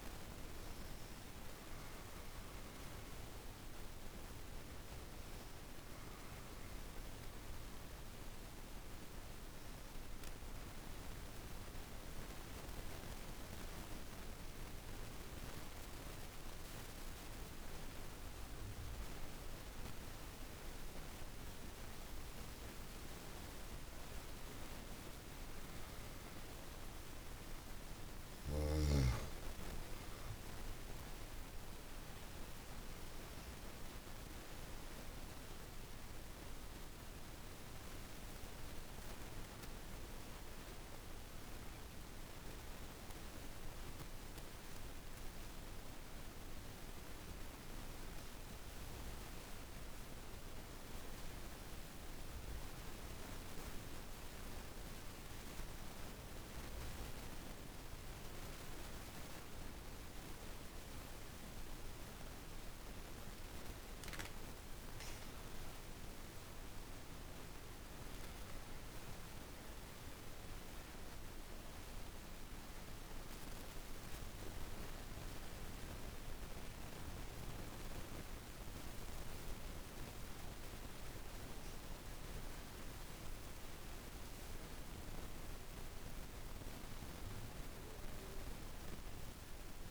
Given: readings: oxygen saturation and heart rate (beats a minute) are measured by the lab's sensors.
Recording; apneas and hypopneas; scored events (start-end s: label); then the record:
breathing in sleep, hard to hear, by a room microphone; 2
0.00-13.00 s: oxygen desaturation (device-marked, oxygen 90% lowest, heart rate 51 extreme)
1.00-21.00 s: obstructive apnea (oxygen 97% before, 85% lowest, heart rate 53 before, 51 extreme, up 5 after)
22.00-47.00 s: oxygen desaturation (device-marked, oxygen 97% before, 85% lowest, heart rate 52 before, 50 extreme)
24.00-28.00 s: arousal
36.00-61.50 s: obstructive apnea (oxygen 97% before, 85% lowest, heart rate 55 before, 50 extreme, up 5 after)
62.00-89.91 s: oxygen desaturation (device-marked, oxygen 98% before, 91% lowest, heart rate 52 before, 49 extreme)
65.00-69.00 s: arousal
From the record:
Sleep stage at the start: N2 (light sleep); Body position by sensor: on the back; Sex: female